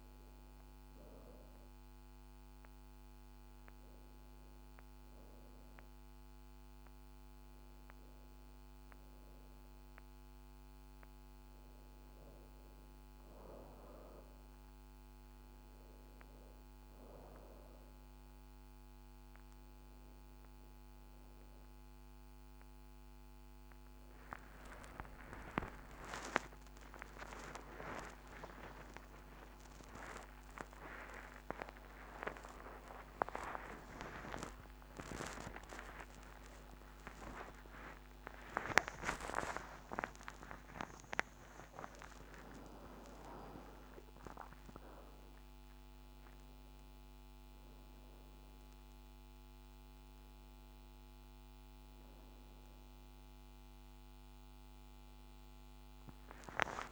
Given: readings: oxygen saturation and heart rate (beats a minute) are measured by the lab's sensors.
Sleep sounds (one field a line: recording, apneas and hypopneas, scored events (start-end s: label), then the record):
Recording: a person awake in a sleep study, by a microphone on the trachea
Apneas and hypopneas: none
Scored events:
9.50-56.91 s: new sleep stage, awake
From the record:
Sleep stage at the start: N2 (light sleep)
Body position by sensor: on the back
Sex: female